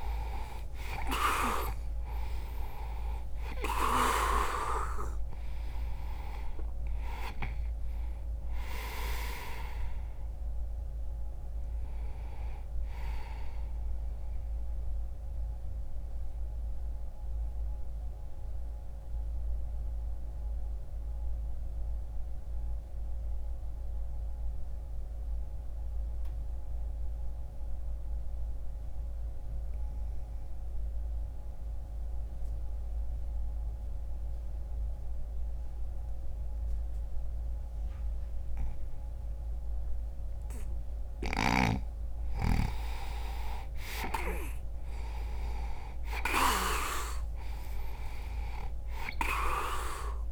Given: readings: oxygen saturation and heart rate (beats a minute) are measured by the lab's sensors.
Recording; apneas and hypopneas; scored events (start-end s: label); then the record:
breathing in sleep by a room microphone; 1
14.50-41.00 s: obstructive apnea (oxygen 98% before, 85% lowest, heart rate 62 before, 60 extreme, up 0 after)
21.50-35.50 s: oxygen desaturation (device-marked, oxygen 94% before, 85% lowest, heart rate 62 before, 60 extreme)
43.00-48.00 s: arousal
44.50-50.31 s: oxygen desaturation (device-marked, oxygen 99% before, 94% lowest, heart rate 61 before, 60 extreme)
From the record:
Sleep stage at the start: N2 (light sleep); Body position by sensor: on the back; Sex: male